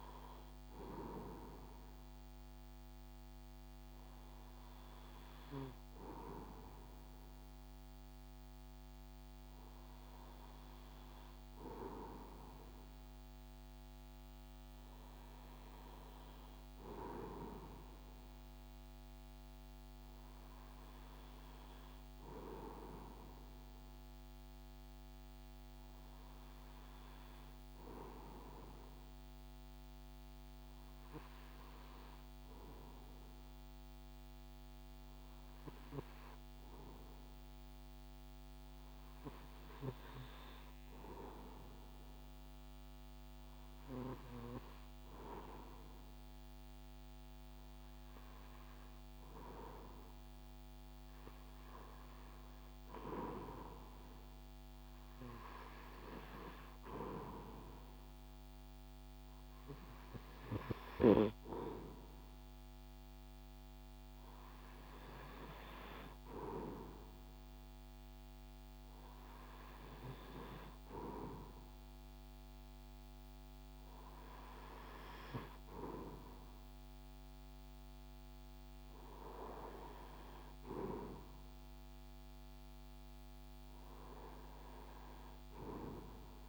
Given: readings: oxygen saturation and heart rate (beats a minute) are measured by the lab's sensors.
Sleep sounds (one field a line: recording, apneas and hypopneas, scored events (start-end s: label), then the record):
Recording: breathing in sleep by a microphone on the trachea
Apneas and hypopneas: 1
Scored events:
30.00-47.00 s: hypopnea (oxygen 95% before, 93% lowest, heart rate 60 before, 56 extreme, up 5 after)
50.50-55.00 s: arousal
From the record:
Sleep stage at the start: REM sleep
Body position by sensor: on the right side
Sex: male